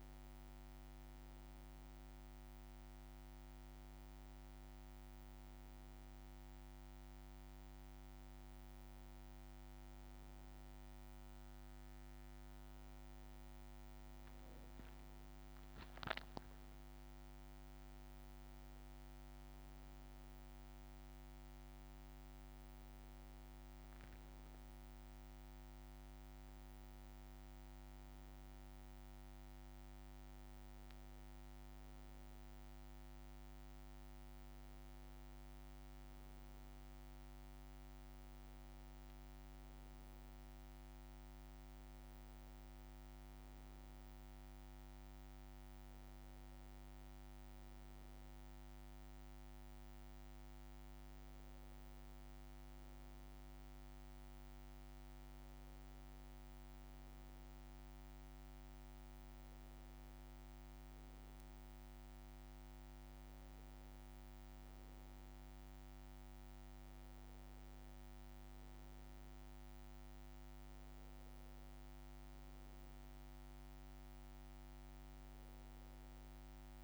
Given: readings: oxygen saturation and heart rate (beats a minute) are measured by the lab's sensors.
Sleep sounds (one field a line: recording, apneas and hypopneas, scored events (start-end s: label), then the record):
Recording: a person awake in a sleep study, hard to hear, by a microphone on the trachea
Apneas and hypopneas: none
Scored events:
none scored
From the record:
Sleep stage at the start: awake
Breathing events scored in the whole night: 235 in 4.1 hours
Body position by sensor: on the back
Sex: male